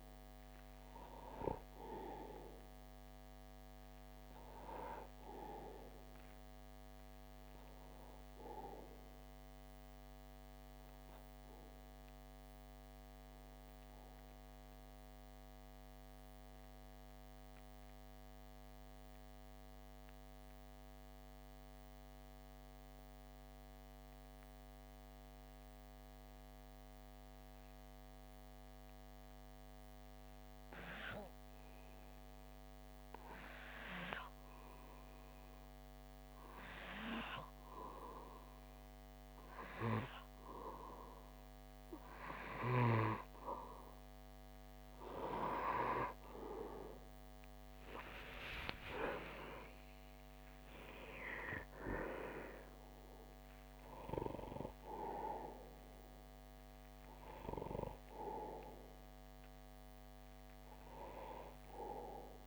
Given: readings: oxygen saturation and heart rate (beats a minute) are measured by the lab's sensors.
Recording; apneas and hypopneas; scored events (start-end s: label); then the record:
breathing in sleep by a microphone on the trachea; 1
2.50-14.50 s: oxygen desaturation (device-marked, oxygen 94% before, 90% lowest)
10.50-30.00 s: obstructive apnea (oxygen 95% before, 93% lowest)
32.50-36.00 s: arousal
39.50-62.47 s: oxygen desaturation (device-marked, oxygen 97% before, 93% lowest)
47.00-51.00 s: arousal
From the record:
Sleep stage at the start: N2 (light sleep); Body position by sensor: on the back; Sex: male